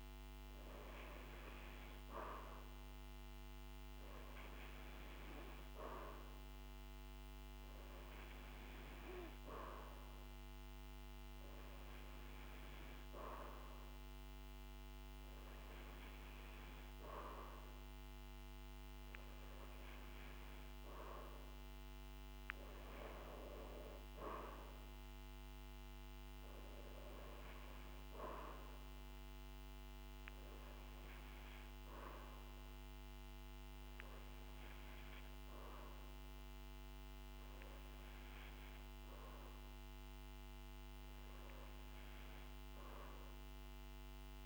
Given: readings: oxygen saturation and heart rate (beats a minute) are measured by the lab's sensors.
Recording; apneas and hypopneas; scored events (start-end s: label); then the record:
breathing in sleep by a microphone on the trachea; none
none scored
From the record:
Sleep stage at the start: N2 (light sleep); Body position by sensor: on the back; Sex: male